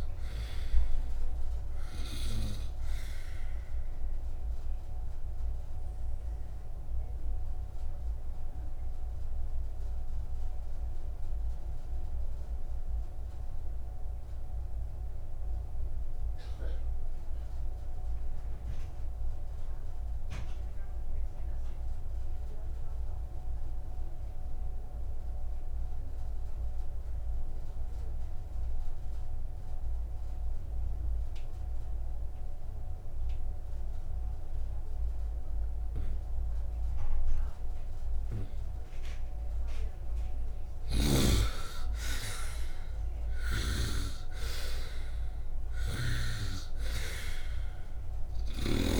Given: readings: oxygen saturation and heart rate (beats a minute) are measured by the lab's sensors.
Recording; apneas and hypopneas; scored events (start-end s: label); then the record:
breathing in sleep by a room microphone; 1
0.00-19.50 s: oxygen desaturation (device-marked, oxygen 75% lowest, heart rate 54 extreme)
5.50-39.50 s: obstructive apnea (oxygen 99% before, 75% lowest, heart rate 65 before, 54 extreme, up 8 after)
31.50-49.00 s: oxygen desaturation (device-marked, oxygen 98% before, 75% lowest, heart rate 68 before, 54 extreme)
41.00-44.50 s: arousal
41.00-46.50 s: snoring (device-marked)
From the record:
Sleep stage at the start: N2 (light sleep); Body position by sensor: upright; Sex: male